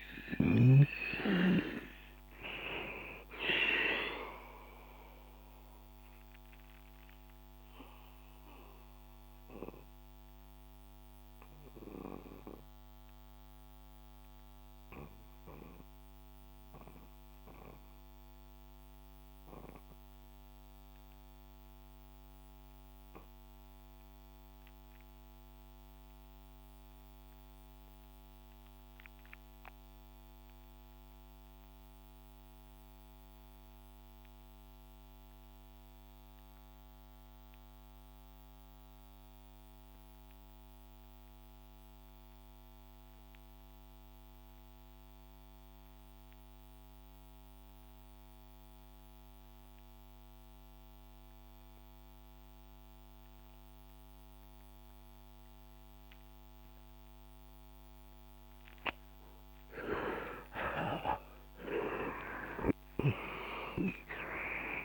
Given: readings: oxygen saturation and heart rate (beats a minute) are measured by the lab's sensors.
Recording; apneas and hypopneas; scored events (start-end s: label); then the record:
breathing in sleep by a microphone on the trachea; 1
0.00-22.00 s: oxygen desaturation (device-marked, oxygen 85% lowest, heart rate 53 extreme)
5.00-56.00 s: mixed apnea (oxygen 99% before, 76% lowest, heart rate 68 before, 53 extreme, up 19 after)
42.00-64.85 s: oxygen desaturation (device-marked, oxygen 97% before, 81% lowest, heart rate 64 before, 53 extreme)
59.00-64.00 s: arousal
From the record:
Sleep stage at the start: REM sleep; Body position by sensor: on the back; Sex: male